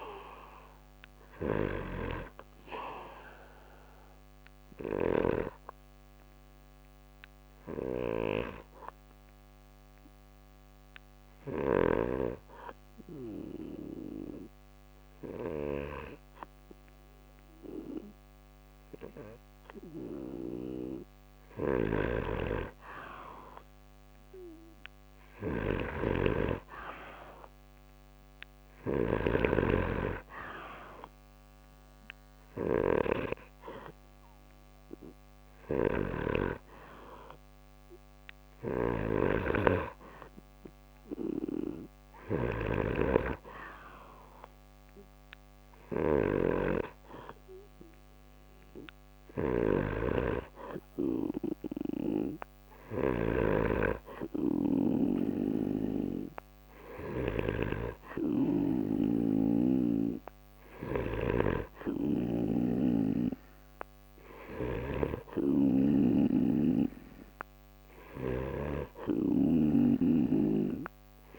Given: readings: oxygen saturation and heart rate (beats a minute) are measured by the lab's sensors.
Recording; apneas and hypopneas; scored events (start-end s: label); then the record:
breathing in sleep by a microphone on the trachea; 1
0.00-19.50 s: oxygen desaturation (device-marked, oxygen 90% lowest, heart rate 46 extreme)
1.50-36.50 s: snoring (device-marked)
4.00-19.50 s: obstructive apnea (oxygen 98% before, 90% lowest, heart rate 73 before, 46 extreme, up 3 after)
22.00-25.50 s: arousal
38.50-53.50 s: snoring (device-marked)
From the record:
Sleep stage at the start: N2 (light sleep); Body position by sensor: on the right side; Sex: male